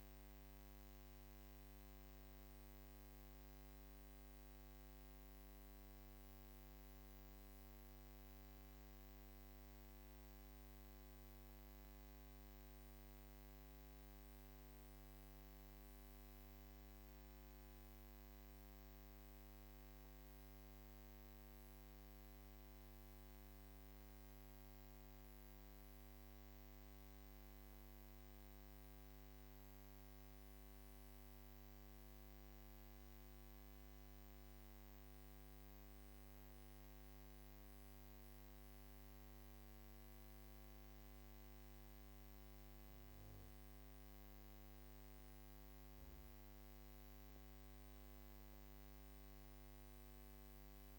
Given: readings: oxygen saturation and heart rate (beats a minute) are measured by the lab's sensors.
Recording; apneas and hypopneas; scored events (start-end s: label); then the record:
breathing in sleep, hard to hear, by a microphone on the trachea; 1
25.00-45.50 s: hypopnea (oxygen 97% before, 95% lowest)
48.00-50.99 s: arousal
From the record:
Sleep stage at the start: N1 (lightest sleep); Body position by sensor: on the back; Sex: female